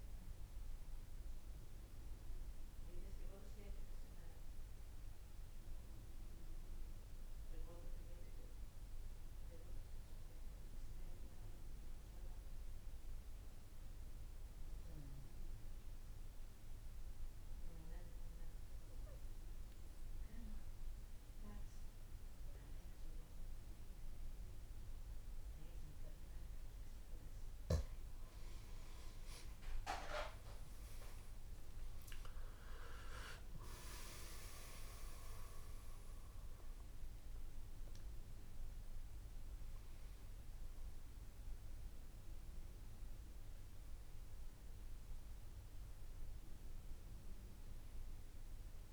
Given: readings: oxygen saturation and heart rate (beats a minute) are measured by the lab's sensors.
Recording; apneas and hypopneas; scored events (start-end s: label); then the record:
breathing in sleep by a room microphone; 1
0.00-1.00 s: oxygen desaturation (device-marked, oxygen 93% lowest, heart rate 55 extreme)
4.50-7.50 s: arousal
12.00-27.00 s: obstructive apnea (oxygen 98% before, 90% lowest, heart rate 57 before, 55 extreme, up 10 after)
27.00-46.00 s: oxygen desaturation (device-marked, oxygen 97% before, 91% lowest, heart rate 56 before, 55 extreme)
31.00-37.00 s: arousal
From the record:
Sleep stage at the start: N2 (light sleep); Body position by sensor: on the back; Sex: male